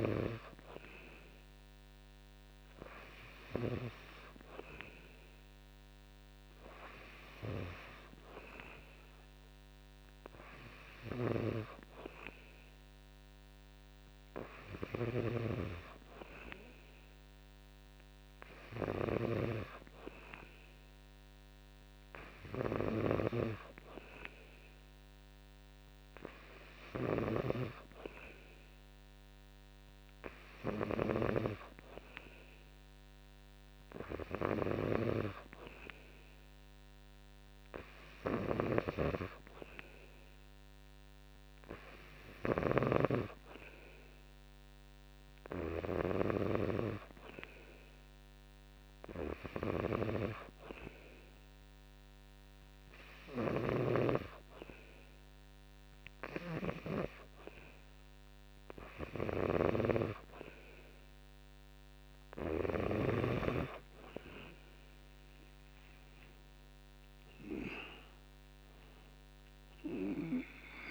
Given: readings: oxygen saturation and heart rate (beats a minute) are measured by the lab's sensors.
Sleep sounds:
breathing in sleep by a microphone on the trachea; 1
43.00-46.50 s: arousal
50.00-61.00 s: hypopnea (oxygen 93% before, 90% lowest, heart rate 63 before, 57 extreme, up 8 after)
64.00-67.00 s: arousal
From the record:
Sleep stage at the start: N2 (light sleep); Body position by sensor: on the back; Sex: male

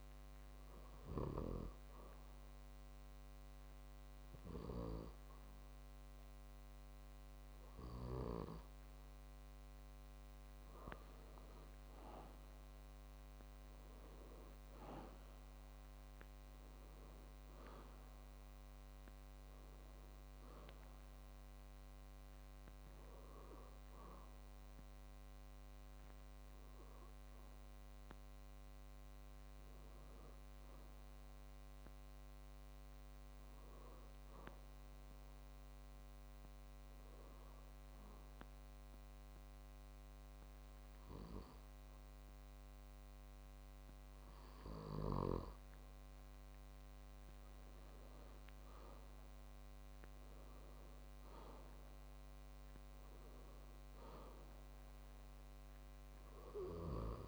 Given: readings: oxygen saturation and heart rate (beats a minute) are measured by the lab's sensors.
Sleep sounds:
breathing in sleep by a microphone on the trachea; 2
1.00-11.00 s: obstructive apnea (oxygen 98% before, 95% lowest, heart rate 133 before, 76 extreme)
13.50-18.00 s: arousal
35.50-47.00 s: hypopnea (oxygen 97% before, 95% lowest, heart rate 116 before, 64 extreme, up 47 after)
48.50-53.00 s: arousal
From the record:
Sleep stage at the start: N2 (light sleep); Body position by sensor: on the back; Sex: male

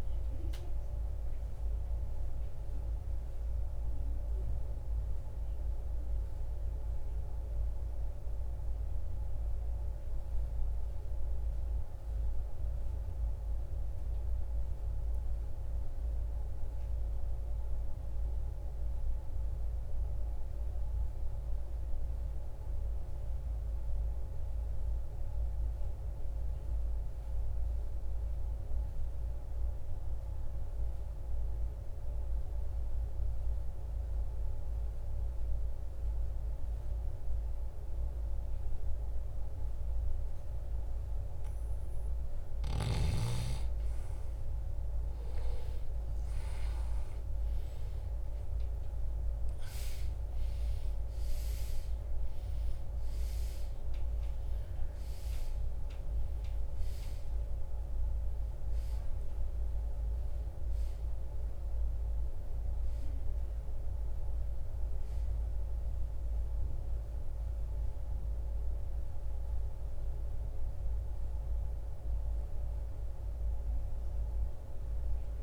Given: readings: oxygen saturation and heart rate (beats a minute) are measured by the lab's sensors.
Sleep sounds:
breathing in sleep, hard to hear, by a room microphone; 1
9.50-42.00 s: mixed apnea (oxygen 97% before, 82% lowest, heart rate 72 before, 41 extreme, up 23 after)
14.50-33.50 s: oxygen desaturation (device-marked, oxygen 95% before, 84% lowest, heart rate 74 before, 41 extreme)
44.50-49.50 s: arousal
From the record:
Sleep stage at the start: N2 (light sleep); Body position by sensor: on the right side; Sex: male

